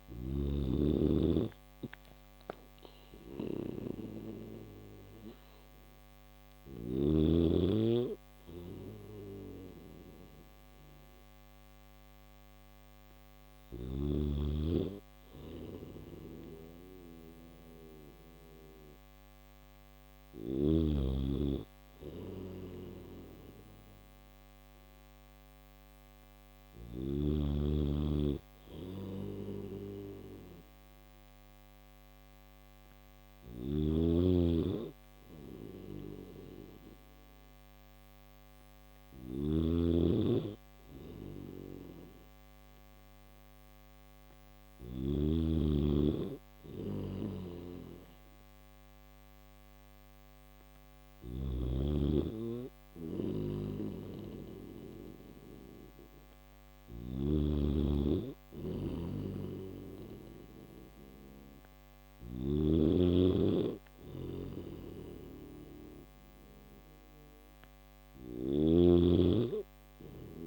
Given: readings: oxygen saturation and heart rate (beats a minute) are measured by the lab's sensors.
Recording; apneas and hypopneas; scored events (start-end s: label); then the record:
breathing in sleep by a microphone on the trachea; none
0.00-6.50 s: snoring (device-marked)
20.00-26.50 s: snoring (device-marked)
33.00-44.50 s: snoring (device-marked)
46.50-56.50 s: snoring (device-marked)
58.50-62.00 s: snoring (device-marked)
64.00-70.47 s: snoring (device-marked)
From the record:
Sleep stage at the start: N1 (lightest sleep); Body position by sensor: on the back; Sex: male